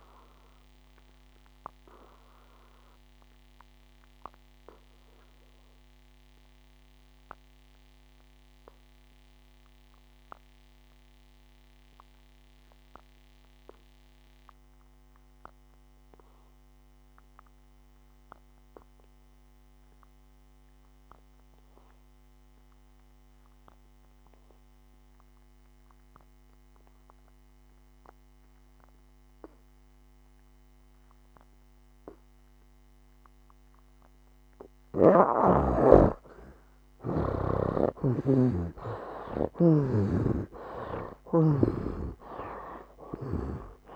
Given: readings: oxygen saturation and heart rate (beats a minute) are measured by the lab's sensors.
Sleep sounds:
breathing in sleep by a microphone on the trachea; 1
0.00-24.50 s: oxygen desaturation (device-marked, oxygen 68% lowest, heart rate 58 extreme)
1.00-34.00 s: obstructive apnea (oxygen 97% before, 67% lowest, heart rate 71 before, 58 extreme, up 16 after)
37.50-43.95 s: oxygen desaturation (device-marked, oxygen 94% before, 67% lowest, heart rate 62 before, 58 extreme)
38.50-43.00 s: arousal
40.00-43.95 s: snoring (device-marked)
From the record:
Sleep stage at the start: N2 (light sleep); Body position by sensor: on the back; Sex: male

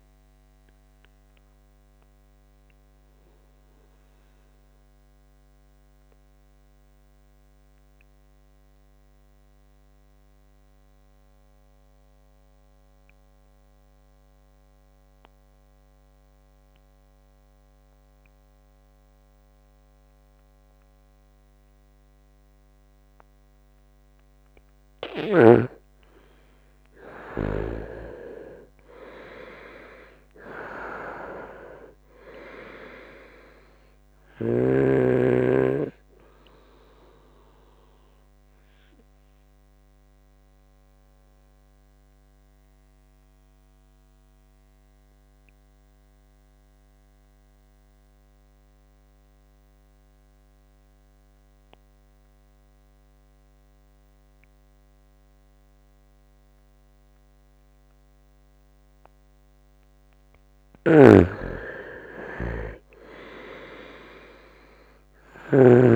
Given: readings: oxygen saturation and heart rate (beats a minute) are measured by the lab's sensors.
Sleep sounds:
breathing in sleep by a microphone on the trachea; 2
0.00-16.50 s: oxygen desaturation (device-marked, oxygen 87% lowest, heart rate 63 extreme)
1.00-23.00 s: obstructive apnea (oxygen 99% before, 86% lowest, heart rate 71 before, 65 extreme, up 2 after)
23.50-52.50 s: oxygen desaturation (device-marked, oxygen 99% before, 86% lowest, heart rate 68 before, 66 extreme)
25.00-29.00 s: arousal
38.50-59.50 s: obstructive apnea (oxygen 99% before, 85% lowest, heart rate 70 before, 63 extreme, up 2 after)
60.50-65.50 s: snoring (device-marked)
60.50-65.96 s: oxygen desaturation (device-marked, oxygen 99% before, 87% lowest, heart rate 70 before, 63 extreme)
61.50-65.50 s: arousal
From the record:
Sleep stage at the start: N2 (light sleep); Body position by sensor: on the right side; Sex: male

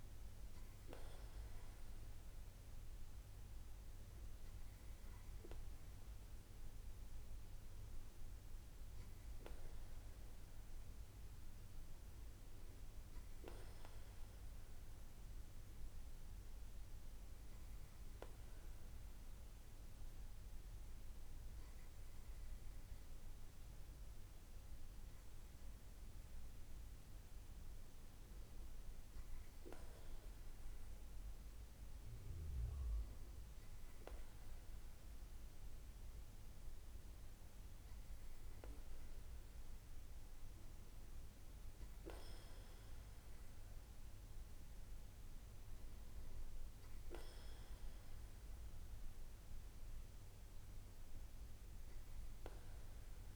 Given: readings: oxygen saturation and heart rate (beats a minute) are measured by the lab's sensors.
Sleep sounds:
breathing in sleep, hard to hear, by a room microphone; none
none scored
From the record:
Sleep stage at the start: REM sleep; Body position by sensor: on the right side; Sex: male

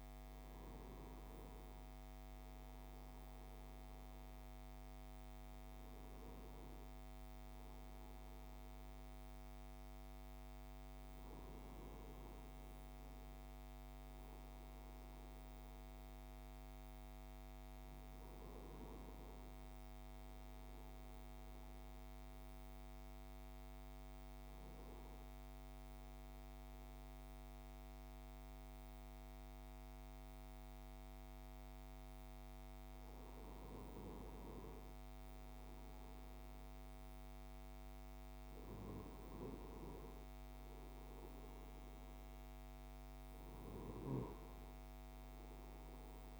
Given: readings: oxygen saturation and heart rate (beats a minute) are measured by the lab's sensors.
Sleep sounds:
breathing in sleep, hard to hear, by a microphone on the trachea; 1
0.00-13.50 s: oxygen desaturation (device-marked, oxygen 93% lowest, heart rate 63 extreme)
15.50-35.50 s: hypopnea (oxygen 99% before, 92% lowest, heart rate 72 before, 63 extreme, up 9 after)
38.00-42.00 s: arousal
39.50-46.40 s: oxygen desaturation (device-marked, oxygen 98% before, 94% lowest, heart rate 66 before, 67 extreme)
From the record:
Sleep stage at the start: N2 (light sleep); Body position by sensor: on the right side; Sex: male

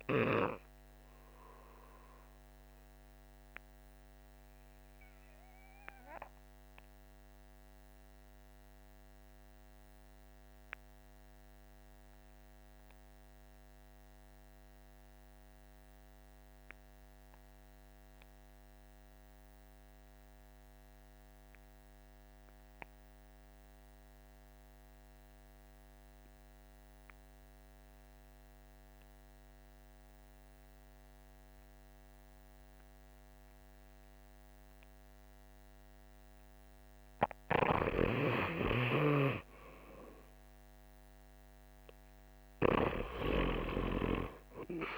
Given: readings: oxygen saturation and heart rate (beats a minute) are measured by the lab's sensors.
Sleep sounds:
breathing in sleep by a microphone on the trachea; 1
0.00-12.50 s: oxygen desaturation (device-marked, oxygen 74% lowest, heart rate 50 extreme)
4.00-36.00 s: obstructive apnea (oxygen 90% before, 72% lowest, heart rate 61 before, 50 extreme, up 8 after)
25.50-44.98 s: oxygen desaturation (device-marked, oxygen 99% before, 72% lowest, heart rate 50 before, 51 extreme)
40.00-44.98 s: arousal
From the record:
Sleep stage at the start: REM sleep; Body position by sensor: on the back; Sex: male

